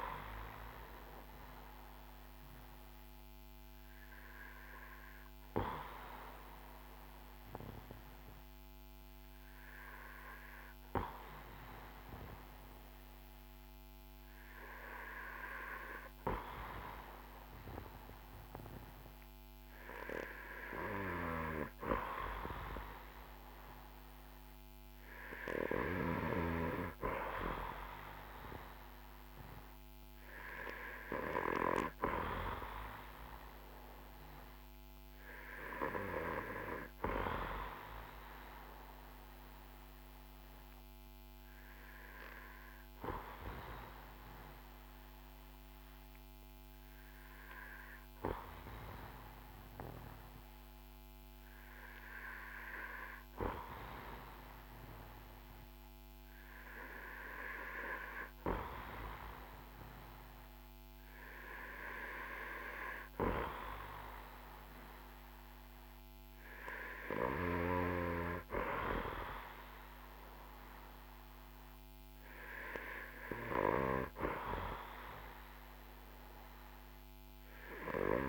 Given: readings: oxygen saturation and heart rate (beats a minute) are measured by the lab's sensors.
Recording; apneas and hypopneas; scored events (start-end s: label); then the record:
breathing in sleep by a microphone on the trachea; none
none scored
From the record:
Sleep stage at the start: N2 (light sleep); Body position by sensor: on the back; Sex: male